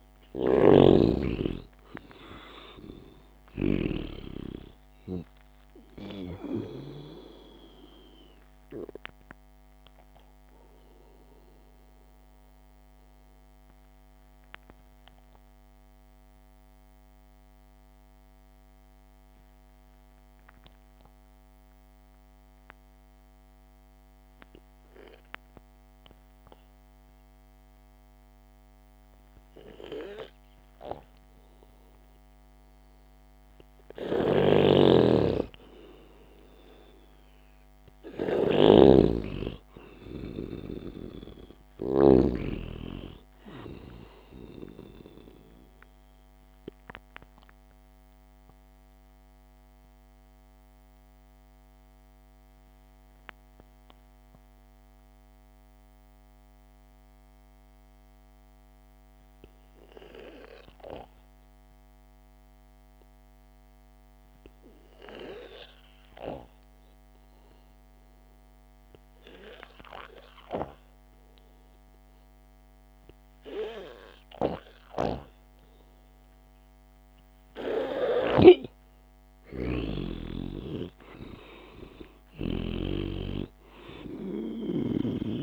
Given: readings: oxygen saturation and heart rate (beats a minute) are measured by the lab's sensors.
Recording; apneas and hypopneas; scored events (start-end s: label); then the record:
breathing in sleep by a microphone on the trachea; 2
0.00-3.00 s: arousal
0.00-4.50 s: snoring (device-marked)
12.00-33.00 s: obstructive apnea (oxygen 95% before, 91% lowest, heart rate 61 before, 53 extreme)
19.00-27.00 s: oxygen desaturation (device-marked, oxygen 95% before, 91% lowest, heart rate 61 before, 53 extreme)
34.50-42.50 s: snoring (device-marked)
36.00-40.00 s: arousal
36.00-67.00 s: oxygen desaturation (device-marked, oxygen 98% before, 91% lowest, heart rate 68 before, 52 extreme)
46.50-64.50 s: mixed apnea (oxygen 98% before, 89% lowest, heart rate 61 before, 52 extreme, up 2 after)
66.50-69.50 s: arousal
78.50-83.00 s: snoring (device-marked)
80.00-85.43 s: oxygen desaturation (device-marked, oxygen 97% before, 89% lowest, heart rate 58 before, 51 extreme)
From the record:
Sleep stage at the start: N2 (light sleep); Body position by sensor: on the back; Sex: male